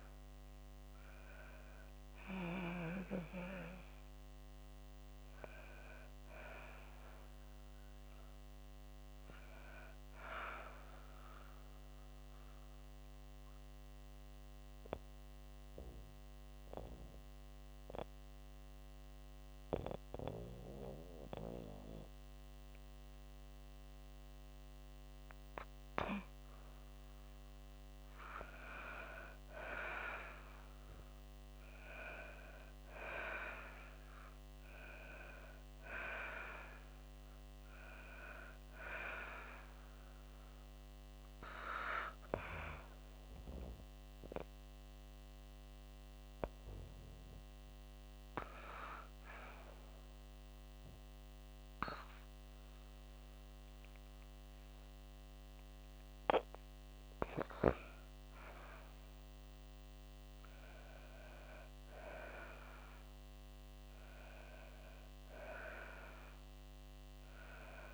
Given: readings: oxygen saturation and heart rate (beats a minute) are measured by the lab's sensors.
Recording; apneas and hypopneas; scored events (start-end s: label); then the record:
breathing in sleep by a microphone on the trachea; 2
0.00-24.00 s: oxygen desaturation (device-marked, oxygen 91% lowest, heart rate 55 extreme)
12.00-24.50 s: mixed apnea (oxygen 97% before, 90% lowest, heart rate 58 before, 55 extreme, up 3 after)
27.50-32.00 s: arousal
41.00-55.50 s: hypopnea (oxygen 97% before, 90% lowest, heart rate 60 before, 56 extreme, up 9 after)
42.00-63.00 s: oxygen desaturation (device-marked, oxygen 97% before, 90% lowest, heart rate 60 before, 56 extreme)
63.50-67.94 s: arousal
From the record:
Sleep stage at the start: N2 (light sleep); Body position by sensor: on the back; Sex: female